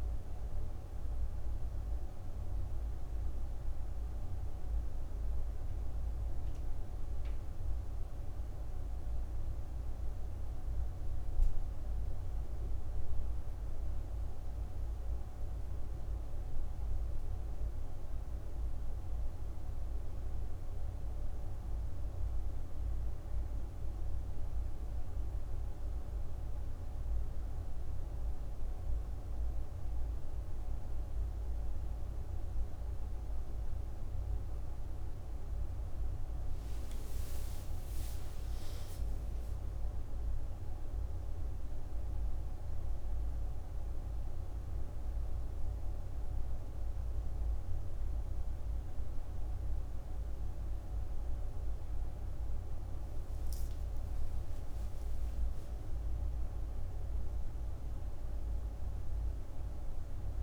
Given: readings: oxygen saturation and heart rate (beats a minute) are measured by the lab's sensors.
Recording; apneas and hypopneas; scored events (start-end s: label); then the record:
breathing in sleep, hard to hear, by a room microphone; none
36.50-41.00 s: arousal
From the record:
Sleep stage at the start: N1 (lightest sleep); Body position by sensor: on the right side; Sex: female